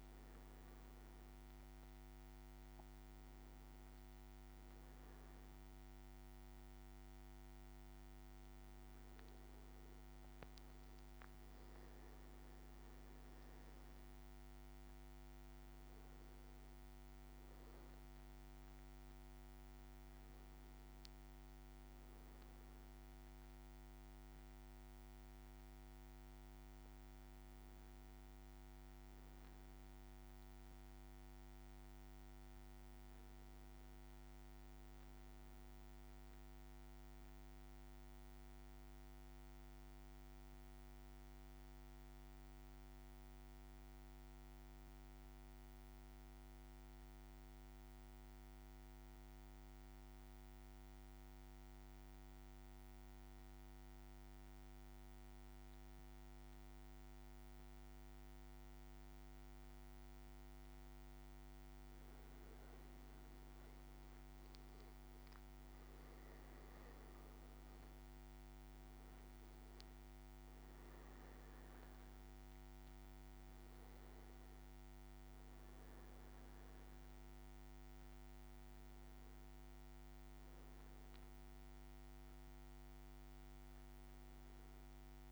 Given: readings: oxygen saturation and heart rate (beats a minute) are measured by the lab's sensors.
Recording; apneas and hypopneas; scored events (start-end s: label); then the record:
breathing in sleep, hard to hear, by a microphone on the trachea; 1
29.00-33.00 s: arousal
36.00-60.50 s: mixed apnea (oxygen 99% before, 95% lowest, heart rate 57 before, 55 extreme, up 2 after)
48.00-56.00 s: leg movement (device-marked)
62.00-66.50 s: arousal
63.50-64.50 s: leg movement (device-marked)
65.50-85.32 s: oxygen desaturation (device-marked, oxygen 100% before, 95% lowest, heart rate 57 before, 56 extreme)
67.00-73.50 s: leg movement (device-marked)
77.00-81.50 s: leg movement (device-marked)
84.00-85.00 s: leg movement (device-marked)
From the record:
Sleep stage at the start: N1 (lightest sleep); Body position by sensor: on the back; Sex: male